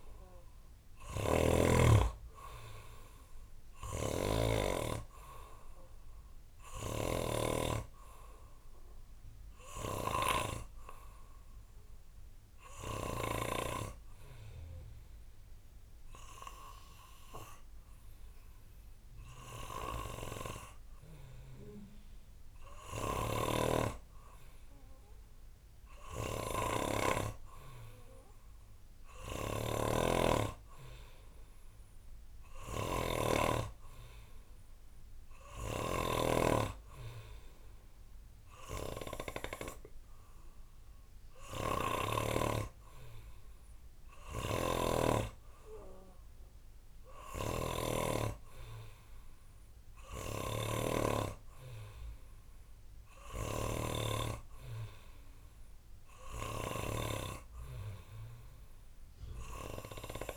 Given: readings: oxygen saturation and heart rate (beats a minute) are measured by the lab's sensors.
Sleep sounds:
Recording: breathing in sleep by a room microphone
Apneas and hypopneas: 1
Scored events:
0.00-4.50 s: snoring (device-marked)
0.00-27.50 s: oxygen desaturation (device-marked, oxygen 91% lowest, heart rate 62 extreme)
8.50-22.50 s: obstructive apnea (oxygen 98% before, 91% lowest, heart rate 68 before, 62 extreme, up 6 after)
23.00-36.00 s: snoring (device-marked)
25.50-29.50 s: arousal
44.50-51.00 s: snoring (device-marked)
From the record:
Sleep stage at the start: N2 (light sleep)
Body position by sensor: on the back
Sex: male

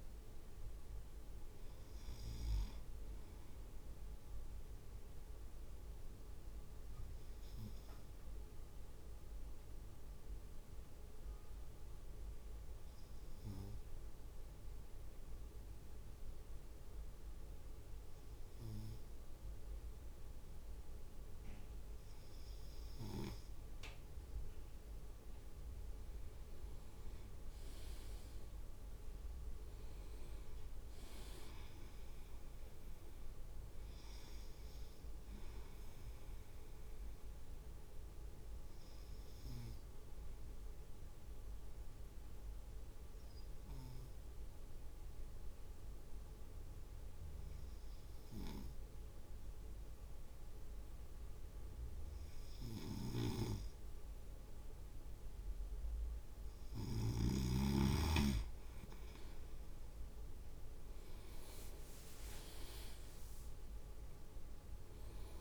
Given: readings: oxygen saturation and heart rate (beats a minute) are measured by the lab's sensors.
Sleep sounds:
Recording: breathing in sleep by a room microphone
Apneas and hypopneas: 2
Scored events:
4.50-24.00 s: obstructive apnea (oxygen 98% before, 97% lowest)
27.50-29.50 s: leg movement (device-marked)
27.50-31.00 s: arousal
38.00-55.00 s: obstructive apnea (oxygen 99% before, 97% lowest)
53.00-57.50 s: snoring (device-marked)
60.00-64.00 s: leg movement (device-marked)
60.50-65.41 s: arousal
From the record:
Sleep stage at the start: N2 (light sleep)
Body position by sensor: on the right side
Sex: male

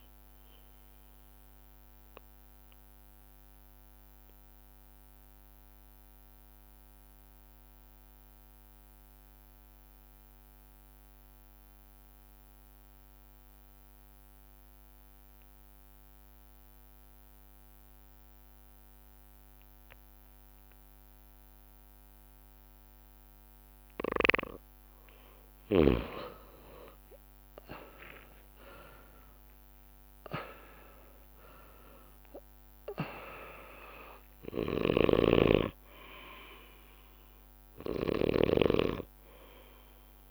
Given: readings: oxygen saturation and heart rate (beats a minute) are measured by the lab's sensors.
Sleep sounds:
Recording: breathing in sleep by a microphone on the trachea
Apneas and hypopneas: 1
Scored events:
0.00-14.50 s: oxygen desaturation (device-marked, oxygen 91% lowest)
0.00-15.50 s: bradycardia (device-marked)
1.50-24.00 s: obstructive apnea (oxygen 99% before, 91% lowest)
21.50-24.50 s: drop in pulse transit time (device-marked)
24.50-40.31 s: bradycardia (device-marked)
27.50-32.00 s: arousal
28.50-40.31 s: oxygen desaturation (device-marked, oxygen 99% before, 91% lowest)
32.50-34.50 s: long interval between heartbeats (device-marked)
34.50-38.50 s: snoring (device-marked)
From the record:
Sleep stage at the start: N2 (light sleep)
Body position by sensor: on the back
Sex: male

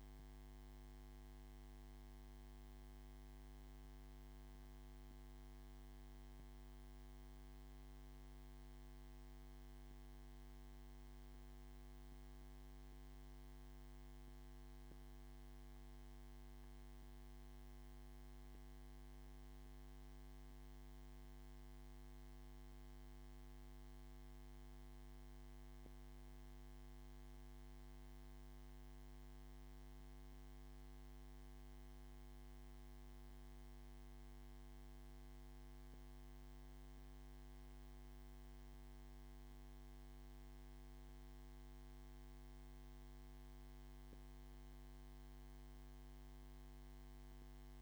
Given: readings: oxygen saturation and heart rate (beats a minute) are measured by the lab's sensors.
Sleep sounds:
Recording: a person awake in a sleep study, hard to hear, by a microphone on the trachea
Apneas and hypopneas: none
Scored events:
none scored
From the record:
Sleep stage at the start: awake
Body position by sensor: on the back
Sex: male

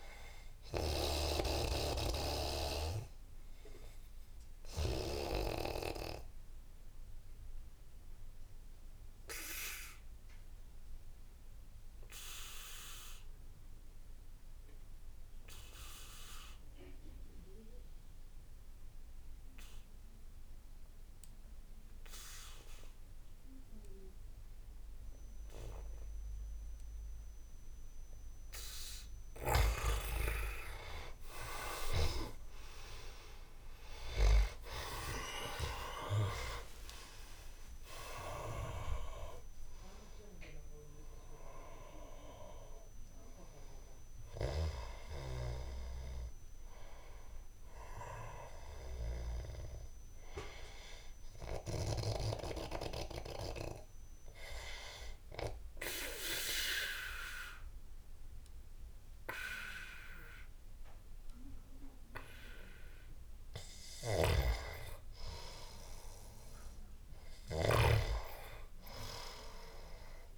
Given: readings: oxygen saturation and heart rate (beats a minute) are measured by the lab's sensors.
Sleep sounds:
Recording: breathing in sleep by a room microphone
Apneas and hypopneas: 2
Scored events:
0.00-11.00 s: oxygen desaturation (device-marked, oxygen 90% lowest, heart rate 69 extreme)
4.00-28.00 s: obstructive apnea (oxygen 99% before, 82% lowest, heart rate 84 before, 69 extreme, up 13 after)
20.00-57.00 s: oxygen desaturation (device-marked, oxygen 99% before, 82% lowest, heart rate 85 before, 69 extreme)
30.50-34.00 s: arousal
38.00-40.00 s: tachycardia (device-marked, heart rate 83 before, 97 extreme)
51.00-64.00 s: hypopnea (oxygen 96% before, 82% lowest, heart rate 88 before, 78 extreme, up 6 after)
64.00-70.38 s: snoring (device-marked)
66.00-69.00 s: arousal
From the record:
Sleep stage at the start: N2 (light sleep)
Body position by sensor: on the back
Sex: male

